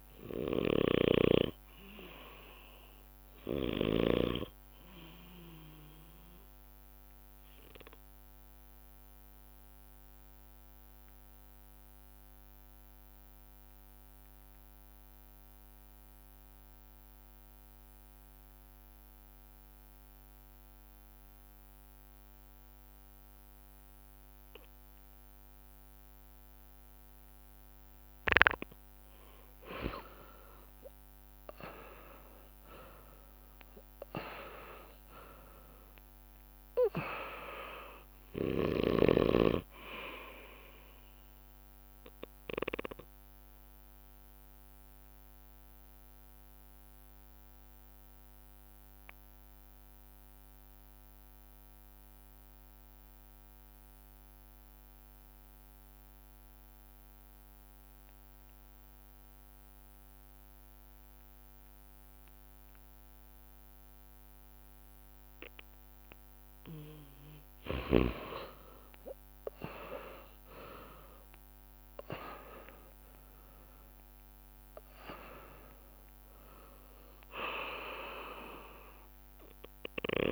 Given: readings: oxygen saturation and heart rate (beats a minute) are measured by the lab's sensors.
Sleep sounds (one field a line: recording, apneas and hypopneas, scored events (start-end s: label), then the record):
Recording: breathing in sleep by a microphone on the trachea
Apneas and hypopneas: 2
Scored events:
0.00-18.00 s: bradycardia (device-marked)
0.00-19.00 s: oxygen desaturation (device-marked, oxygen 90% lowest)
0.50-4.00 s: snoring (device-marked)
7.00-28.00 s: obstructive apnea (oxygen 99% before, 90% lowest)
30.00-56.00 s: oxygen desaturation (device-marked, oxygen 99% before, 91% lowest)
31.00-36.50 s: arousal
43.50-66.00 s: obstructive apnea (oxygen 99% before, 91% lowest)
66.00-80.32 s: oxygen desaturation (device-marked, oxygen 99% before, 91% lowest)
68.00-72.50 s: arousal
70.00-72.00 s: long interval between heartbeats (device-marked)
73.00-80.32 s: bradycardia (device-marked)
From the record:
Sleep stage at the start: N2 (light sleep)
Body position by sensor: on the back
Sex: male